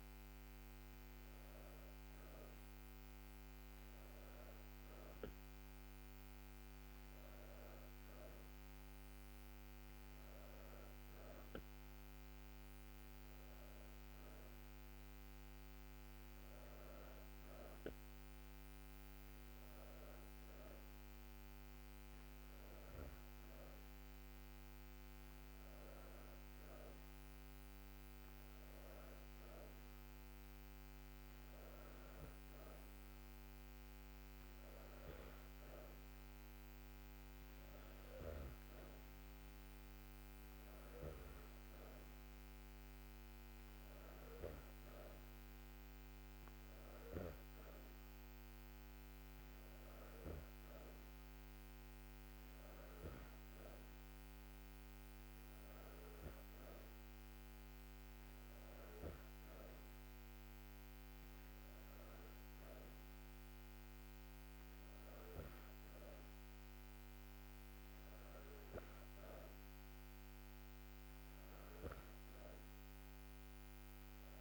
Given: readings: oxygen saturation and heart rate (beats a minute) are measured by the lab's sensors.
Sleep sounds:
breathing in sleep, hard to hear, by a microphone on the trachea; none
none scored
From the record:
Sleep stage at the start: N2 (light sleep); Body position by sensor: on the back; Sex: female

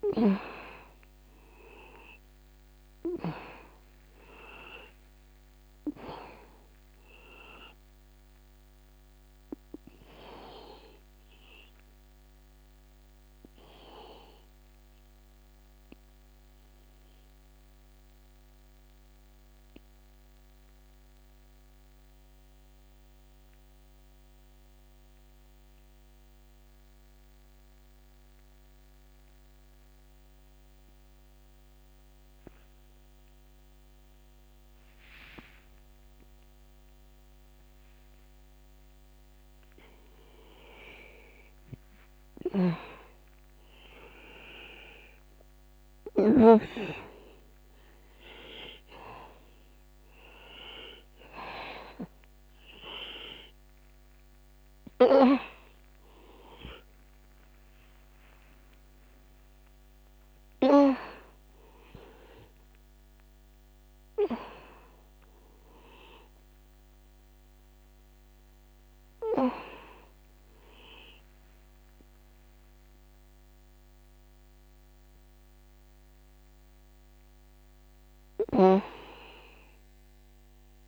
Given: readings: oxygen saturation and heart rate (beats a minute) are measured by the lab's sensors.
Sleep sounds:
breathing in sleep by a microphone on the trachea; 1
0.00-18.50 s: oxygen desaturation (device-marked, oxygen 92% lowest, heart rate 61 extreme)
16.00-39.50 s: mixed apnea (oxygen 97% before, 83% lowest, heart rate 61 before, 52 extreme, up 0 after)
40.50-44.00 s: arousal
42.50-80.88 s: oxygen desaturation (device-marked, oxygen 98% before, 83% lowest, heart rate 61 before, 36 extreme)
43.50-48.00 s: snoring (device-marked)
From the record:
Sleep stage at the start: N2 (light sleep); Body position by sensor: on the back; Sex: male

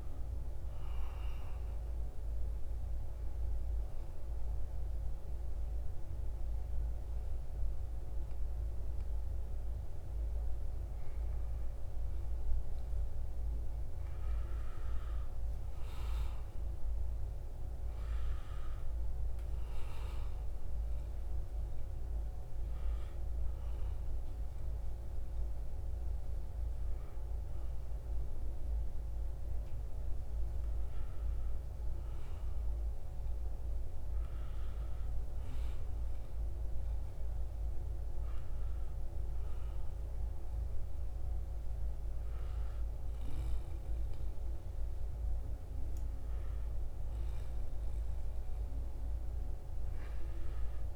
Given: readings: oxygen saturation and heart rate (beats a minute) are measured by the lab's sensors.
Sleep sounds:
a person awake in a sleep study, hard to hear, by a room microphone; none
none scored
From the record:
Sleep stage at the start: awake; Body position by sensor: on the right side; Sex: male

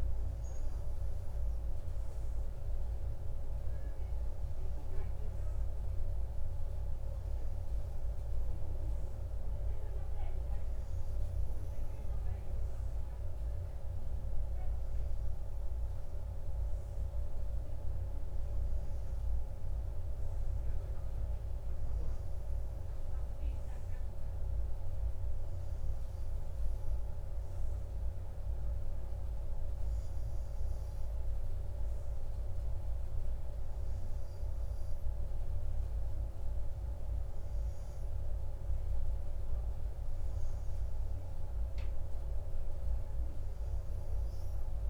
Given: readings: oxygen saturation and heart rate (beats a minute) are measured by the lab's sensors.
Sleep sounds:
breathing in sleep, hard to hear, by a room microphone; none
none scored
From the record:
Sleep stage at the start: REM sleep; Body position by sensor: on the right side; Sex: male

